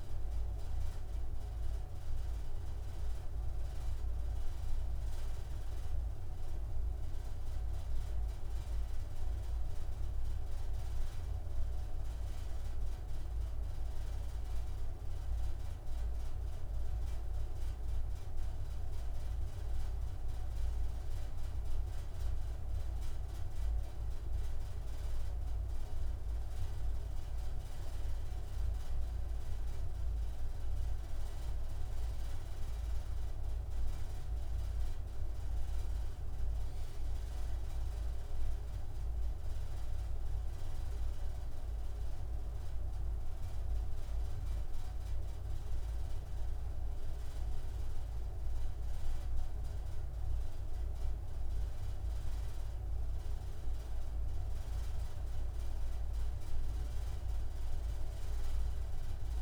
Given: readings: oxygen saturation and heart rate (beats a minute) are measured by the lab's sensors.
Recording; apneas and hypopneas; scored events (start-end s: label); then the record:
a person awake in a sleep study, hard to hear, by a room microphone; none
none scored
From the record:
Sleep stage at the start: awake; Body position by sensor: on the right side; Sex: male